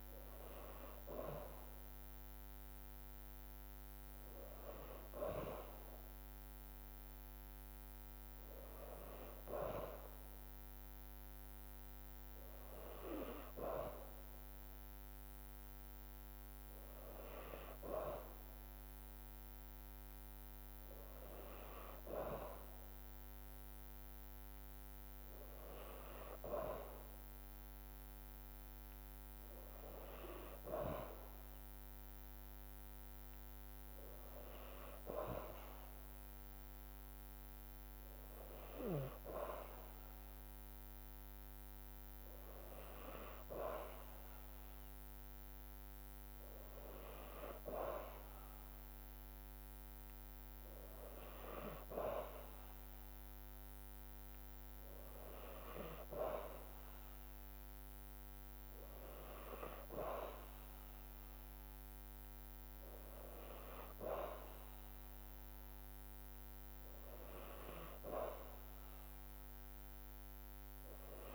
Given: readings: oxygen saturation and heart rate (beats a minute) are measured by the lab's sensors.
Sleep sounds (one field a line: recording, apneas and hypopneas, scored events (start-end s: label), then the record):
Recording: breathing in sleep by a microphone on the trachea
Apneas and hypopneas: none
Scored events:
none scored
From the record:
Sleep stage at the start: N2 (light sleep)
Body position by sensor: on the back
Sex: female